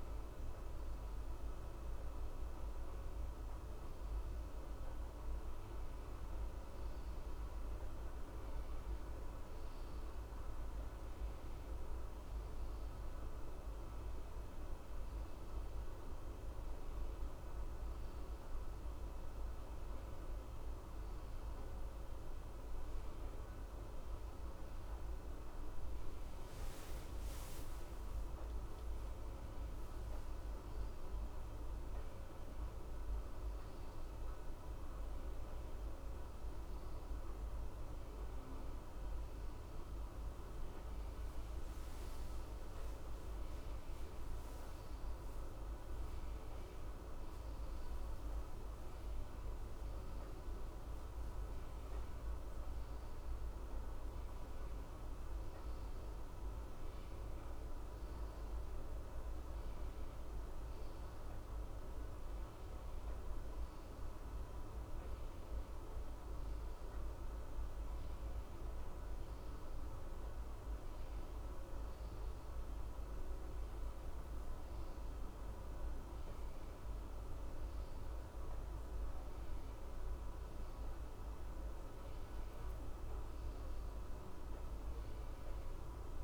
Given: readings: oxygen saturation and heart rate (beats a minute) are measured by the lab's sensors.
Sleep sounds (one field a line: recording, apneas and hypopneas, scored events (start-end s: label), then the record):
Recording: breathing in sleep, hard to hear, by a room microphone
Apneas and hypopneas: none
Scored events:
none scored
From the record:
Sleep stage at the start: N2 (light sleep)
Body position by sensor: on the left side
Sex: male